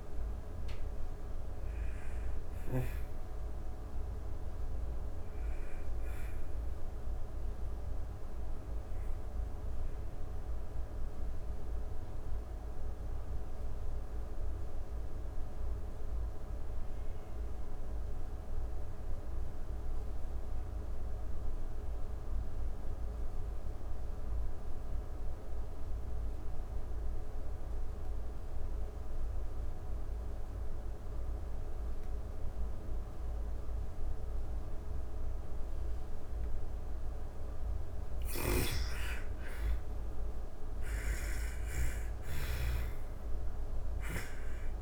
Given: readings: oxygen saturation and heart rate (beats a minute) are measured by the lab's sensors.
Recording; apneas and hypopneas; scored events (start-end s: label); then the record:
breathing in sleep, hard to hear, by a room microphone; 1
6.50-36.00 s: obstructive apnea (oxygen 100% before, 86% lowest)
24.50-44.82 s: oxygen desaturation (device-marked, oxygen 98% before, 86% lowest)
37.00-44.82 s: snoring (device-marked)
38.50-43.50 s: arousal
From the record:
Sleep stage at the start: N2 (light sleep); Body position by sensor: on the back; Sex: female